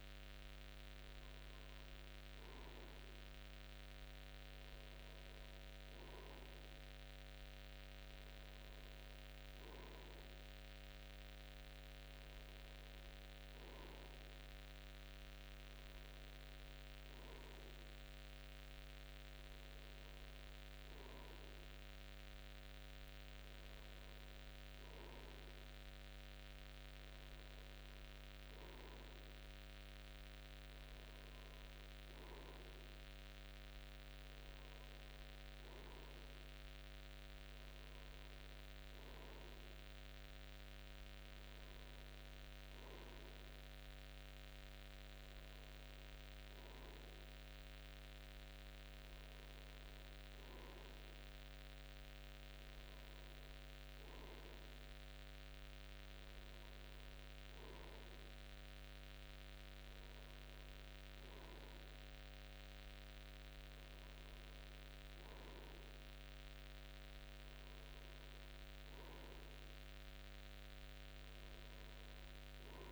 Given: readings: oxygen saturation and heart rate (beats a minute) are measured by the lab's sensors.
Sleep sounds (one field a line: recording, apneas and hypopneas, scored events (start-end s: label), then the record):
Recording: breathing in sleep, hard to hear, by a microphone on the trachea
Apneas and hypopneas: none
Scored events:
none scored
From the record:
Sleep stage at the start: N2 (light sleep)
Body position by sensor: on the front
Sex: male